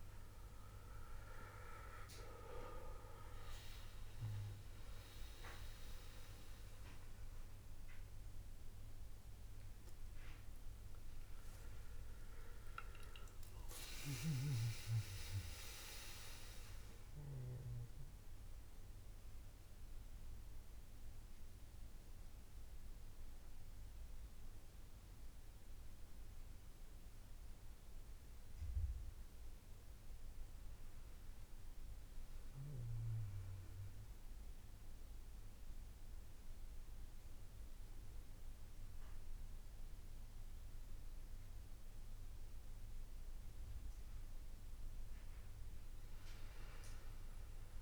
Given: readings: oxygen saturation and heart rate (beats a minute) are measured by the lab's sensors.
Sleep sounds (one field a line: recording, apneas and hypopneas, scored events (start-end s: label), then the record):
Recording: breathing in sleep by a room microphone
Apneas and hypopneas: none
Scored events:
10.50-15.00 s: arousal
From the record:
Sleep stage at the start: N1 (lightest sleep)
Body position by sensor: on the back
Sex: male